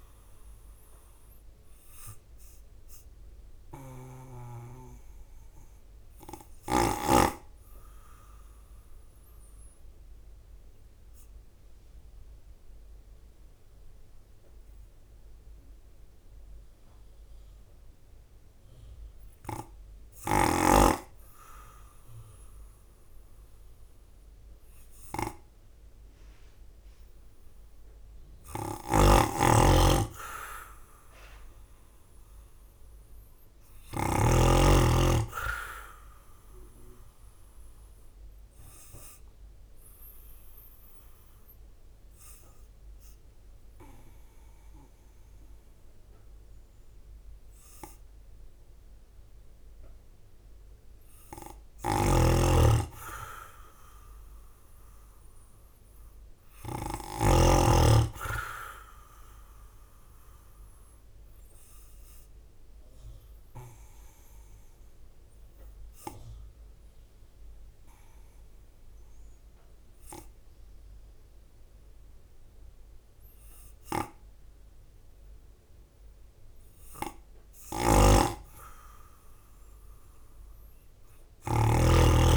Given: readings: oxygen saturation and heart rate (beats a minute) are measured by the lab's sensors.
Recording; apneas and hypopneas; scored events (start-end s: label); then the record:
breathing in sleep by a room microphone; 3
0.00-14.50 s: drop in pulse transit time (device-marked, heart rate 51 extreme)
7.50-25.00 s: obstructive apnea (oxygen 97% before, 90% lowest, heart rate 53 before, 48 extreme, up 6 after)
19.50-39.50 s: oxygen desaturation (device-marked, oxygen 96% before, 90% lowest, heart rate 51 before, 51 extreme)
27.00-31.00 s: arousal
28.50-34.00 s: snoring (device-marked)
28.50-44.50 s: drop in pulse transit time (device-marked, heart rate 51 before, 52 extreme)
37.00-50.50 s: obstructive apnea (oxygen 96% before, 91% lowest, heart rate 52 before, 49 extreme, up 5 after)
51.50-55.50 s: arousal
51.50-57.00 s: snoring (device-marked)
53.50-73.50 s: oxygen desaturation (device-marked, oxygen 97% before, 91% lowest, heart rate 53 before, 49 extreme)
58.50-67.50 s: drop in pulse transit time (device-marked, heart rate 53 before, 51 extreme)
64.00-77.50 s: obstructive apnea (oxygen 97% before, 91% lowest, heart rate 54 before, 49 extreme, up 7 after)
77.00-82.37 s: snoring (device-marked)
78.00-82.00 s: arousal
From the record:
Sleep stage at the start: N2 (light sleep); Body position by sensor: on the right side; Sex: male